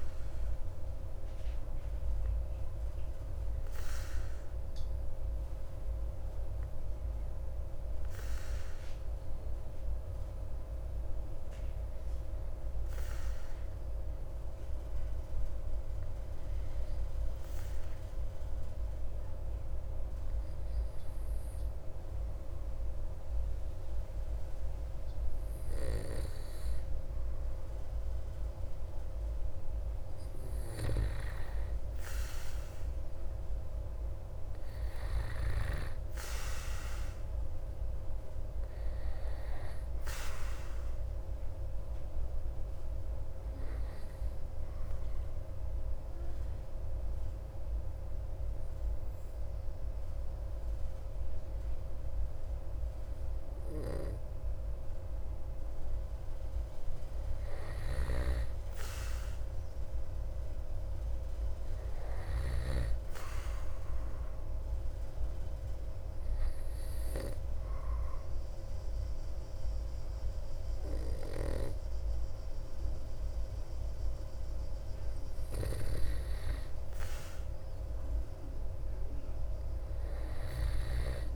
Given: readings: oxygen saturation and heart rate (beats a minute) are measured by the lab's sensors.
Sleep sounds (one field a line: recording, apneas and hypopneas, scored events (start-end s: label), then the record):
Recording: breathing in sleep by a room microphone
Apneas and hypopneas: 2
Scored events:
4.00-27.00 s: obstructive apnea (oxygen 98% before, 95% lowest)
31.50-36.00 s: arousal
42.50-56.00 s: obstructive apnea (oxygen 98% before, 95% lowest)
59.00-63.50 s: arousal
From the record:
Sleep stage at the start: N2 (light sleep)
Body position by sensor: on the back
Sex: male